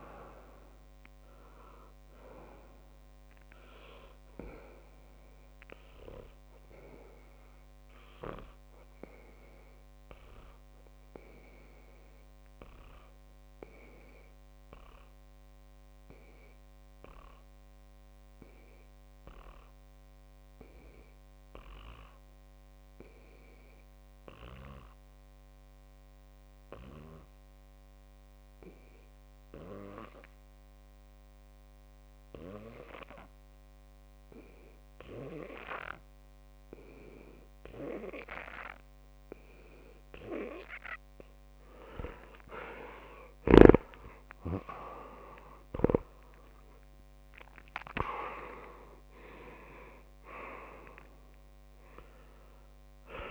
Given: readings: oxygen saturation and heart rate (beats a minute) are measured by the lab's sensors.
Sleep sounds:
breathing in sleep by a microphone on the trachea; 1
0.00-3.00 s: oxygen desaturation (device-marked, oxygen 95% lowest)
6.00-41.50 s: obstructive apnea (oxygen 99% before, 92% lowest)
16.00-24.00 s: oxygen desaturation (device-marked, oxygen 96% before, 93% lowest)
38.00-53.31 s: oxygen desaturation (device-marked, oxygen 99% before, 93% lowest)
44.00-47.50 s: arousal
From the record:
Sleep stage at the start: N2 (light sleep); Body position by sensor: on the back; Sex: male

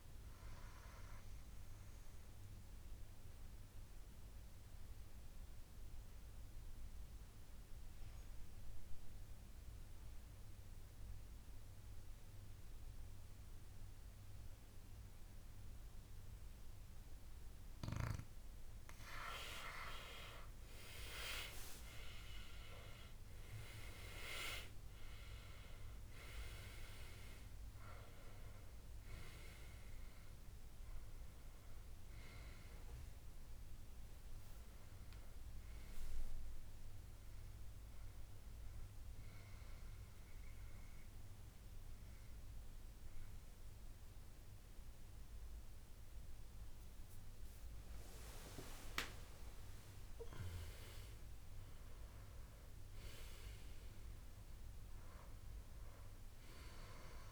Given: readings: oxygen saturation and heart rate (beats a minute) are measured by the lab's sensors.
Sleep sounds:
breathing in sleep by a room microphone; 2
2.00-18.00 s: obstructive apnea (oxygen 98% before, 90% lowest, heart rate 79 before, 64 extreme, up 15 after)
20.00-23.50 s: arousal
23.50-48.50 s: oxygen desaturation (device-marked, oxygen 98% before, 90% lowest, heart rate 67 before, 63 extreme)
39.50-49.50 s: obstructive apnea (oxygen 98% before, 90% lowest, heart rate 77 before, 63 extreme, up 13 after)
51.00-53.00 s: long interval between heartbeats (device-marked, heart rate 74 before, 75 extreme)
51.00-54.50 s: arousal
From the record:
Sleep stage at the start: N2 (light sleep); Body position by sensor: on the back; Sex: male

